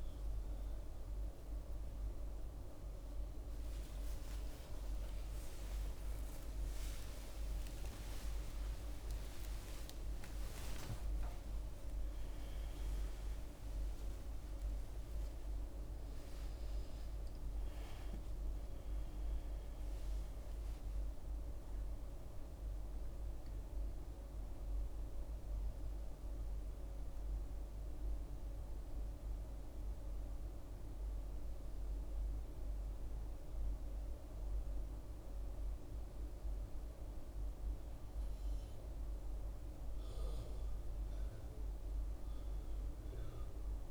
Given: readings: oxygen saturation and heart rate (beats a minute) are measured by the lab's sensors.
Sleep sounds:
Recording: a person awake in a sleep study, hard to hear, by a room microphone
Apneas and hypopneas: none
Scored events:
none scored
From the record:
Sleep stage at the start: awake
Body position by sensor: on the back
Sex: female

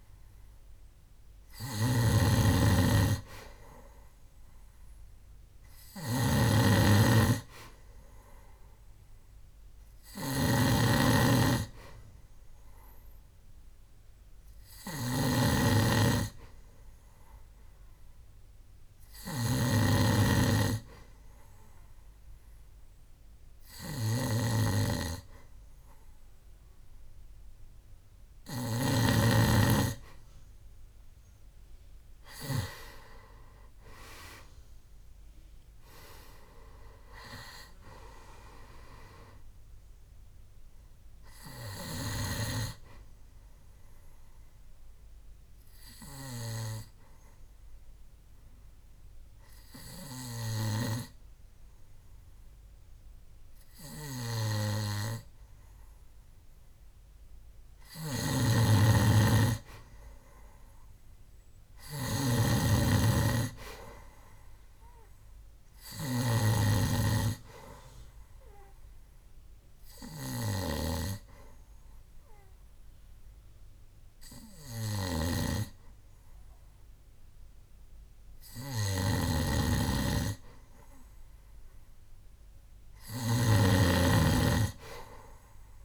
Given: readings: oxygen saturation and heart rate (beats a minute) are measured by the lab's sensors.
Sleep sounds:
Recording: breathing in sleep by a room microphone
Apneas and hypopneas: 3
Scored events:
0.00-2.00 s: arousal
0.00-29.00 s: snoring (device-marked)
3.00-26.00 s: oxygen desaturation (device-marked, oxygen 96% before, 92% lowest, heart rate 69 before, 66 extreme)
13.50-27.50 s: hypopnea (oxygen 96% before, 92% lowest, heart rate 69 before, 66 extreme, up 5 after)
29.50-33.00 s: arousal
44.50-58.00 s: obstructive apnea (oxygen 95% before, 91% lowest, heart rate 71 before, 66 extreme, up 5 after)
58.00-66.50 s: snoring (device-marked)
60.50-63.50 s: arousal
68.00-80.00 s: central apnea (oxygen 98% before, 91% lowest, heart rate 69 before, 67 extreme, up 2 after)
72.00-79.00 s: oxygen desaturation (device-marked, oxygen 98% before, 93% lowest, heart rate 70 before, 68 extreme)
75.00-85.85 s: snoring (device-marked)
From the record:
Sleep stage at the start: N2 (light sleep)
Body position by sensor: on the back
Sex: male

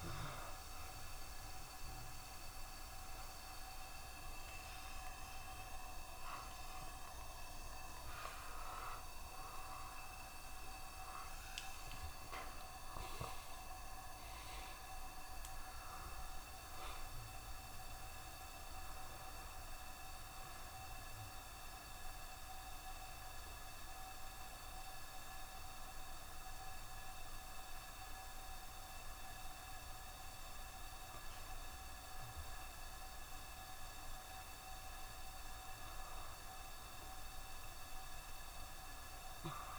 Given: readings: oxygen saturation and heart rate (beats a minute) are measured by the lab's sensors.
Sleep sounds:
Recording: breathing in sleep, hard to hear, by a room microphone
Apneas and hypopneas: none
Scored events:
none scored
From the record:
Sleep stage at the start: N1 (lightest sleep)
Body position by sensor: on the back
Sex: male

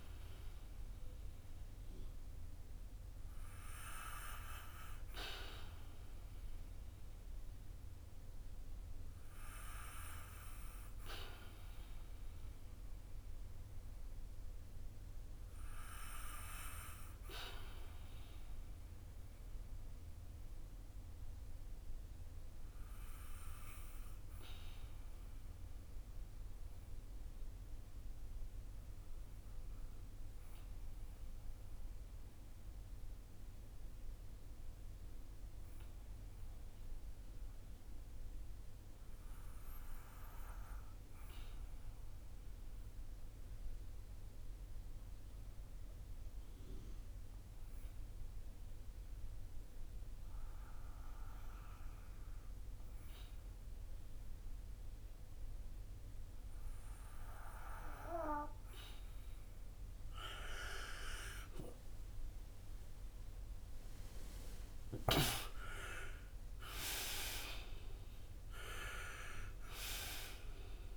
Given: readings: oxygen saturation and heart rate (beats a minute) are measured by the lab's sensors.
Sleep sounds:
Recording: breathing in sleep by a room microphone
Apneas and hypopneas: 1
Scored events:
0.00-1.00 s: arousal
0.00-28.50 s: oxygen desaturation (device-marked, oxygen 86% lowest, heart rate 52 extreme)
18.50-58.00 s: obstructive apnea (oxygen 91% before, 82% lowest, heart rate 58 before, 52 extreme, up 7 after)
47.50-70.97 s: oxygen desaturation (device-marked, oxygen 94% before, 82% lowest, heart rate 57 before, 51 extreme)
60.00-65.00 s: arousal
From the record:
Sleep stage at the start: N2 (light sleep)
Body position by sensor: on the back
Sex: male

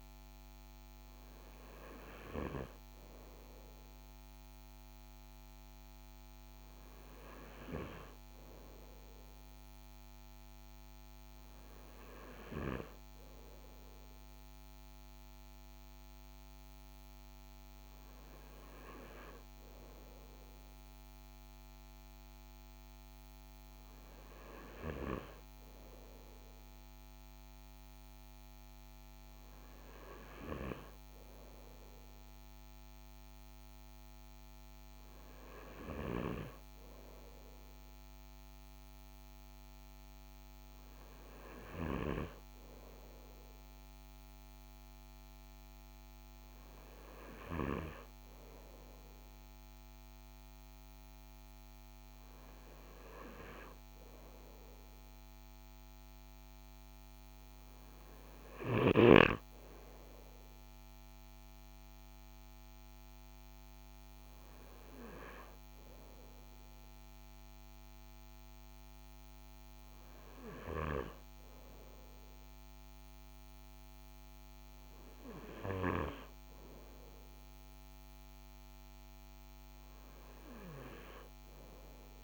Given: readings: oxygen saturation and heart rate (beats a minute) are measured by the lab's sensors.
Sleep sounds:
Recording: breathing in sleep by a microphone on the trachea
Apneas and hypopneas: none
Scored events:
none scored
From the record:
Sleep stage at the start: N2 (light sleep)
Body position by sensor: on the front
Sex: male

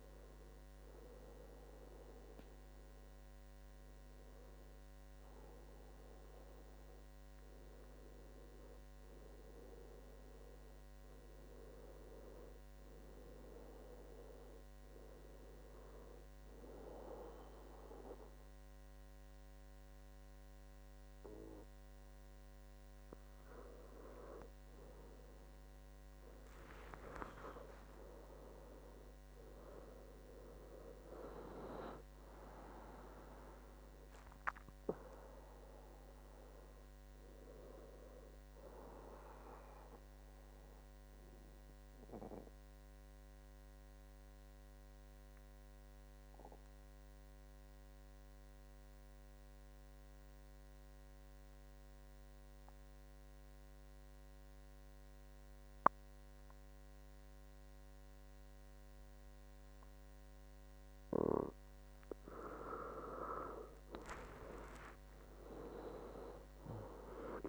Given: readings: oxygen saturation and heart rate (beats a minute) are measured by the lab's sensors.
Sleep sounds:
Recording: breathing in sleep by a microphone on the trachea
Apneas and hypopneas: 1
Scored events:
28.50-32.00 s: arousal
34.00-48.00 s: oxygen desaturation (device-marked, oxygen 97% before, 94% lowest, heart rate 74 before, 68 extreme)
40.50-62.00 s: mixed apnea (oxygen 97% before, 90% lowest, heart rate 77 before, 68 extreme, up 13 after)
62.00-67.49 s: oxygen desaturation (device-marked, oxygen 98% before, 90% lowest, heart rate 70 before, 66 extreme)
64.50-67.49 s: arousal
From the record:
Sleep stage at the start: N2 (light sleep)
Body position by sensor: on the back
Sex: male

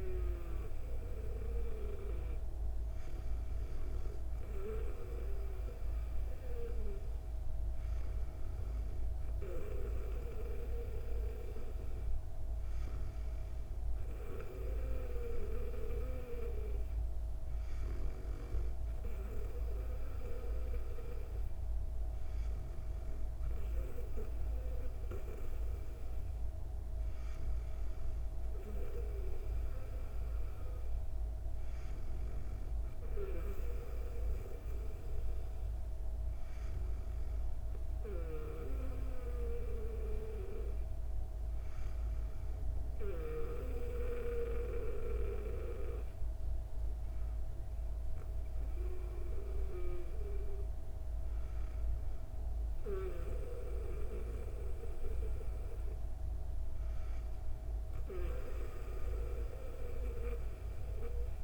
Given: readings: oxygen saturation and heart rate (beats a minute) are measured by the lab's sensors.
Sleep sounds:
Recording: breathing in sleep by a room microphone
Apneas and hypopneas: none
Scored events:
none scored
From the record:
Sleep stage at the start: N2 (light sleep)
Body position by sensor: on the back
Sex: female

